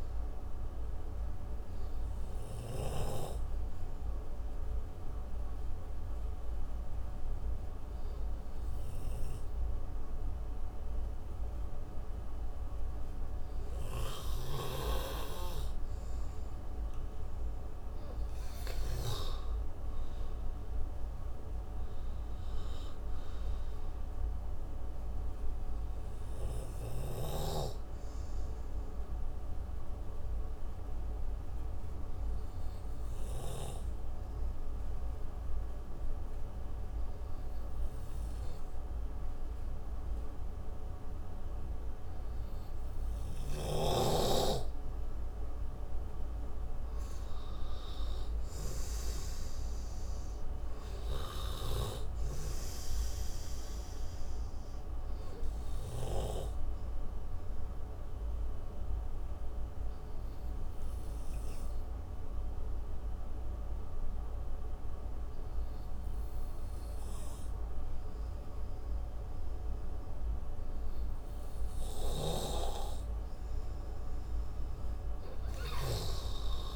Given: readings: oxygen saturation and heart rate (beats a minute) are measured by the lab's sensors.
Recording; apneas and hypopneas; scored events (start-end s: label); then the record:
breathing in sleep by a room microphone; 3
1.00-16.00 s: obstructive apnea (oxygen 100% before, 90% lowest)
4.50-16.50 s: oxygen desaturation (device-marked, oxygen 100% before, 91% lowest)
17.50-19.50 s: arousal
18.50-42.50 s: oxygen desaturation (device-marked, oxygen 99% before, 93% lowest)
26.00-44.00 s: obstructive apnea (oxygen 100% before, 89% lowest)
48.00-51.00 s: arousal
50.50-71.50 s: oxygen desaturation (device-marked, oxygen 98% before, 90% lowest)
58.00-71.50 s: obstructive apnea (oxygen 98% before, 88% lowest)
From the record:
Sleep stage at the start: N2 (light sleep); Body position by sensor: on the right side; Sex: male